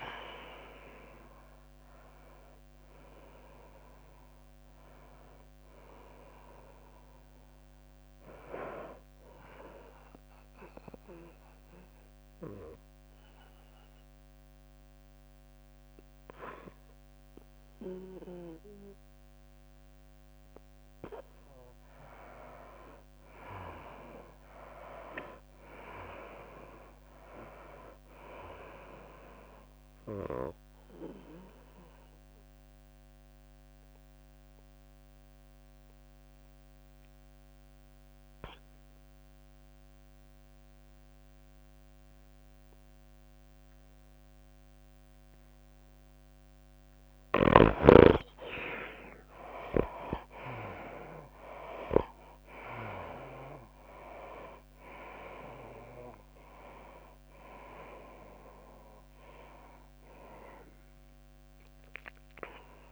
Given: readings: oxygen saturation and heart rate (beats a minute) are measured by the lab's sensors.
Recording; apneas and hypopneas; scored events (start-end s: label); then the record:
a person partly awake in a sleep study, by a microphone on the trachea; 2
0.00-5.50 s: tachycardia (device-marked, heart rate 105 extreme)
5.50-62.92 s: new sleep stage, N2 (light sleep)
11.50-23.00 s: hypopnea (oxygen 98% before, 77% lowest, heart rate 109 before, 92 extreme, up 5 after)
20.50-43.50 s: oxygen desaturation (device-marked, oxygen 98% before, 84% lowest, heart rate 99 before, 91 extreme)
25.00-29.00 s: arousal
25.50-36.50 s: drop in pulse transit time (device-marked, heart rate 97 before, 96 extreme)
33.00-47.00 s: obstructive apnea (oxygen 98% before, 77% lowest, heart rate 96 before, 91 extreme, up 4 after)
48.50-62.92 s: oxygen desaturation (device-marked, oxygen 97% before, 77% lowest, heart rate 96 before, 93 extreme)
50.50-55.00 s: arousal
52.50-62.92 s: drop in pulse transit time (device-marked, heart rate 95 before, 93 extreme)
55.50-62.92 s: tachycardia (device-marked, heart rate 100 before, 103 extreme)
From the record:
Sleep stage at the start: awake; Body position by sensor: on the right side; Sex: female